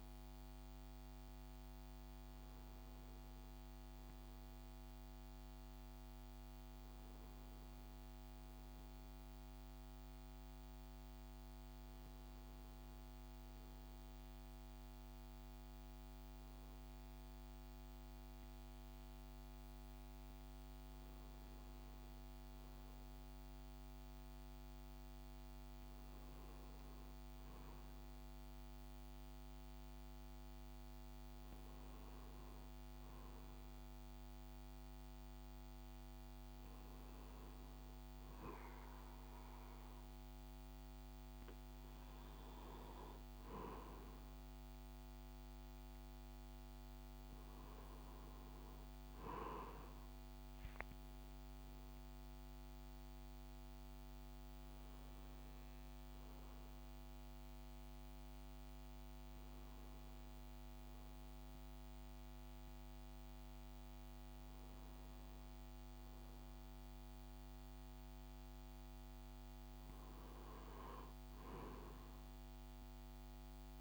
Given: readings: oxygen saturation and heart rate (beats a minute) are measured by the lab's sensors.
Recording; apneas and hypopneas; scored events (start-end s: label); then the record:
breathing in sleep, hard to hear, by a microphone on the trachea; none
11.50-15.50 s: arousal
From the record:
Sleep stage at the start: N1 (lightest sleep); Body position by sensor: on the right side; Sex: male